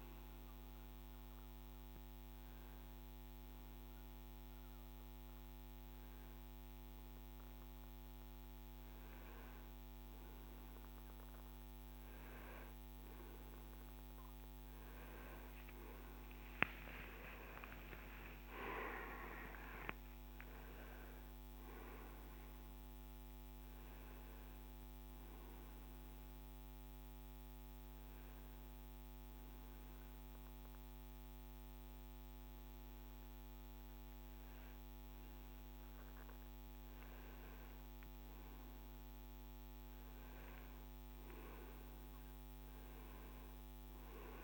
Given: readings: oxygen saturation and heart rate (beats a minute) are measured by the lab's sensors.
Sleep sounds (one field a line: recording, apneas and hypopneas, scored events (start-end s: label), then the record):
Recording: breathing in sleep by a microphone on the trachea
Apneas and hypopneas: 1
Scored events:
0.00-9.50 s: oxygen desaturation (device-marked, oxygen 92% lowest, heart rate 54 extreme)
16.50-20.50 s: arousal
26.00-38.00 s: hypopnea (oxygen 96% before, 91% lowest, heart rate 62 before, 55 extreme, up 5 after)
27.50-44.44 s: new sleep stage, N2 (light sleep)
39.50-44.44 s: arousal
From the record:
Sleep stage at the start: N1 (lightest sleep)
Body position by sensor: on the right side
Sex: male